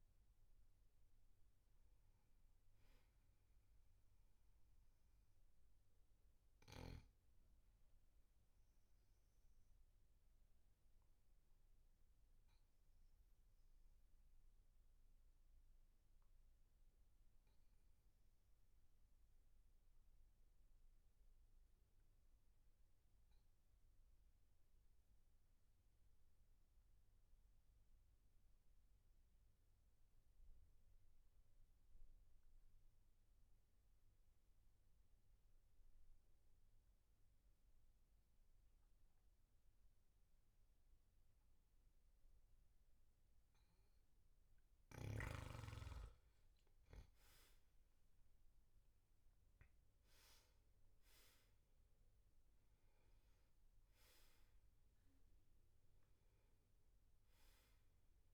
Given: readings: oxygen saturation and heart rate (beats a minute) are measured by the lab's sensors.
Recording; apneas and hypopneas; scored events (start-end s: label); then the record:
breathing in sleep, hard to hear, by a room microphone; 1
8.50-43.00 s: obstructive apnea (oxygen 99% before, 92% lowest, heart rate 51 before, 40 extreme, up 5 after)
47.50-52.00 s: arousal
From the record:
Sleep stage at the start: N2 (light sleep); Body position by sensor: on the back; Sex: male